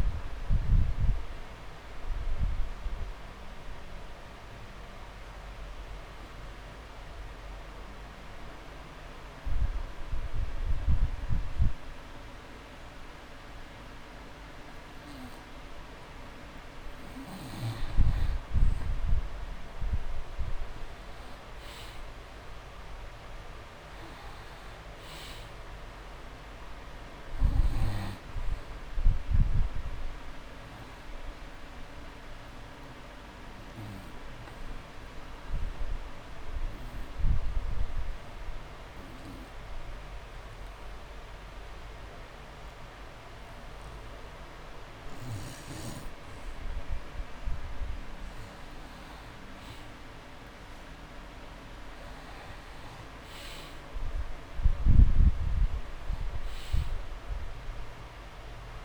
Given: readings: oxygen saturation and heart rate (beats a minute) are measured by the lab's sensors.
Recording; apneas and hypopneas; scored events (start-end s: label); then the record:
breathing in sleep, hard to hear, by a room microphone; 2
0.00-1.00 s: arousal
5.00-17.00 s: obstructive apnea (oxygen 98% before, 89% lowest)
19.50-22.50 s: arousal
25.50-47.50 s: oxygen desaturation (device-marked, oxygen 97% before, 89% lowest)
33.00-48.00 s: obstructive apnea (oxygen 97% before, 89% lowest)
52.00-56.00 s: arousal
From the record:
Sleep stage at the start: N2 (light sleep); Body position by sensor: on the back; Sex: male